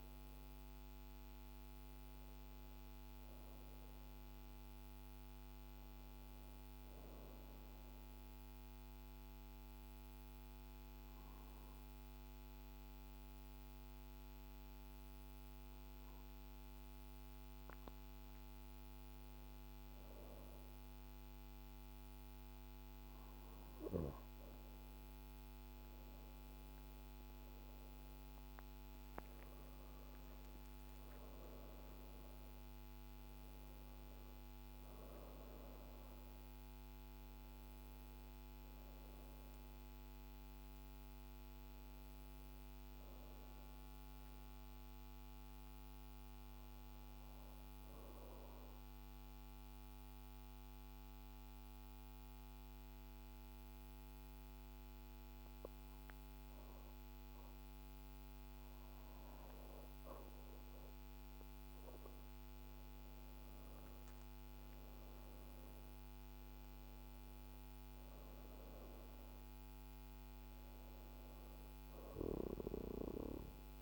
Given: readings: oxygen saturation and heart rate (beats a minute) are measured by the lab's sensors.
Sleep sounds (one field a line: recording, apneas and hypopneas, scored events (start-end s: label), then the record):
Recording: breathing in sleep, hard to hear, by a microphone on the trachea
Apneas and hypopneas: 2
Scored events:
7.50-18.00 s: obstructive apnea (oxygen 97% before, 90% lowest, heart rate 53 before, 50 extreme, up 3 after)
21.00-25.00 s: arousal
24.50-45.50 s: oxygen desaturation (device-marked, oxygen 98% before, 91% lowest, heart rate 53 before, 49 extreme)
44.00-59.00 s: obstructive apnea (oxygen 98% before, 89% lowest, heart rate 54 before, 49 extreme, up 6 after)
61.50-65.50 s: arousal
65.50-73.82 s: oxygen desaturation (device-marked, oxygen 97% before, 90% lowest, heart rate 52 before, 51 extreme)
From the record:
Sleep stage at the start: N2 (light sleep)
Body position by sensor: on the back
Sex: female